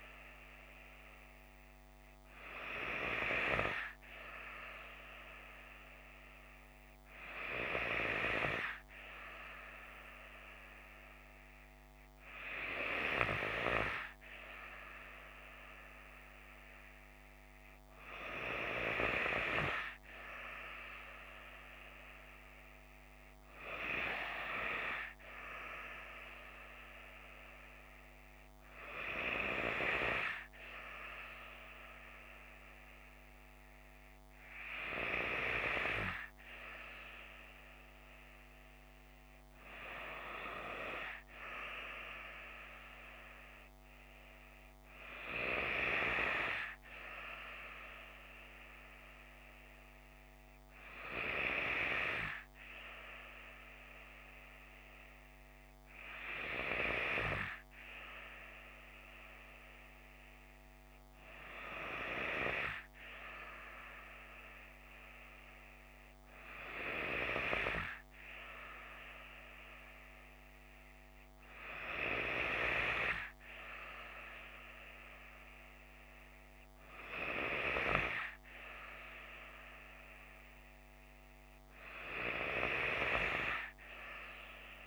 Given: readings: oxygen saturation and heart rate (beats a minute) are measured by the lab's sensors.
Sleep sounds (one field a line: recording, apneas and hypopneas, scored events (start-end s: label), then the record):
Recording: breathing in sleep by a microphone on the trachea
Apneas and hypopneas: none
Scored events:
none scored
From the record:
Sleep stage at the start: N3 (deep sleep)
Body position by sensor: on the left side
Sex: female